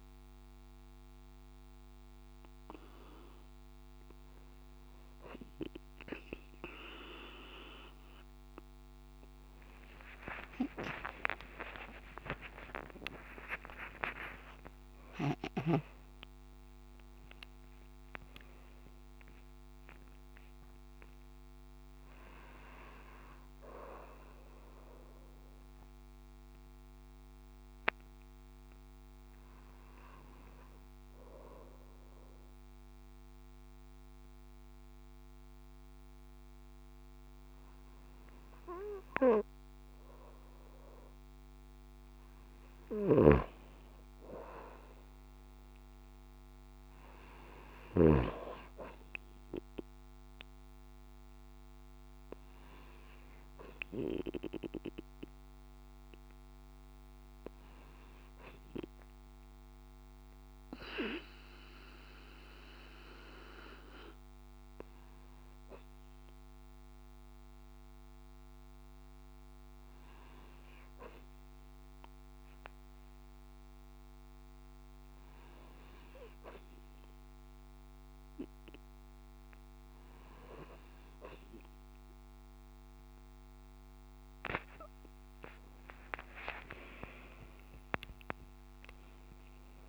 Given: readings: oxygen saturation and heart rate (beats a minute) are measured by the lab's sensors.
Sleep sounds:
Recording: breathing in sleep by a microphone on the trachea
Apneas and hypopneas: 2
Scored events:
9.00-11.00 s: long interval between heartbeats (device-marked)
10.00-14.00 s: arousal
12.00-14.00 s: long interval between heartbeats (device-marked, heart rate 61 before, 82 extreme)
26.00-41.00 s: obstructive apnea (oxygen 95% before, 93% lowest)
42.50-48.00 s: snoring (device-marked)
43.00-47.50 s: arousal
52.00-64.50 s: hypopnea (oxygen 95% before, 93% lowest)
66.50-69.50 s: arousal
From the record:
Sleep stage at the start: N2 (light sleep)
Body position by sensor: on the right side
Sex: female

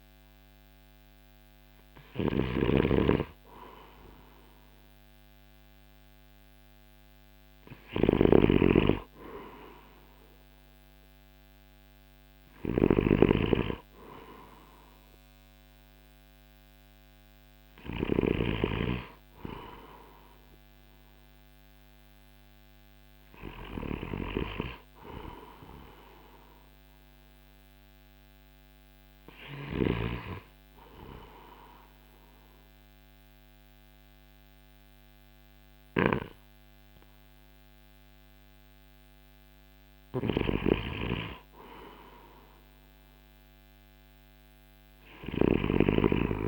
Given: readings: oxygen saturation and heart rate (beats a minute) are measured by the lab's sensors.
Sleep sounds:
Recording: breathing in sleep by a microphone on the trachea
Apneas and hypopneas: 1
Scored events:
0.00-18.00 s: snoring (device-marked)
30.50-40.50 s: obstructive apnea (oxygen 95% before, 94% lowest, heart rate 58 before, 59 extreme, up 4 after)
39.50-46.48 s: snoring (device-marked)
42.50-46.00 s: arousal
From the record:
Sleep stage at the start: N2 (light sleep)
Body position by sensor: on the right side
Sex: male

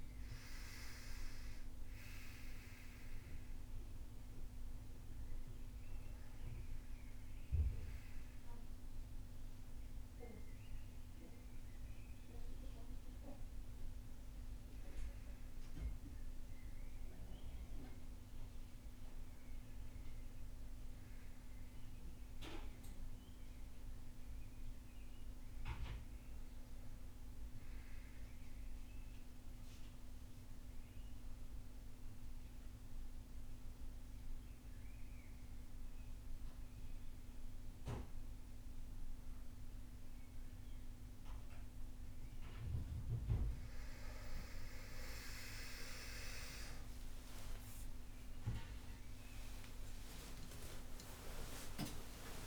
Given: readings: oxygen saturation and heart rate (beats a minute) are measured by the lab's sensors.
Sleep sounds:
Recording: breathing in sleep by a room microphone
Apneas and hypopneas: 1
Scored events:
11.50-30.50 s: oxygen desaturation (device-marked, oxygen 98% before, 92% lowest)
28.50-43.50 s: central apnea (oxygen 98% before, 91% lowest)
37.50-52.47 s: new sleep stage, N1 (lightest sleep)
47.00-52.47 s: arousal
From the record:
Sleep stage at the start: N2 (light sleep)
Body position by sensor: on the back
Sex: male

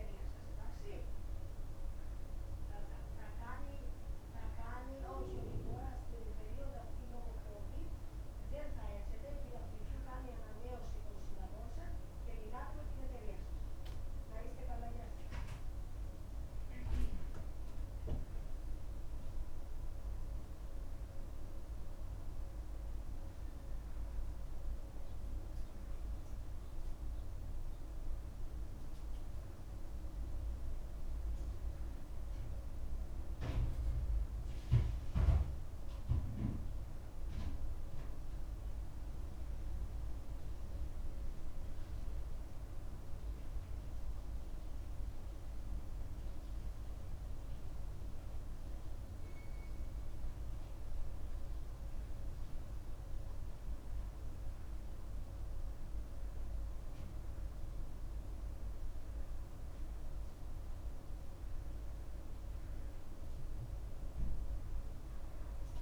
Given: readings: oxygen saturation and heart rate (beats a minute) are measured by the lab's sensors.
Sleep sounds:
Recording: breathing in sleep by a room microphone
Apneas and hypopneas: none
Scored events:
none scored
From the record:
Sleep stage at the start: N2 (light sleep)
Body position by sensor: on the back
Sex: male

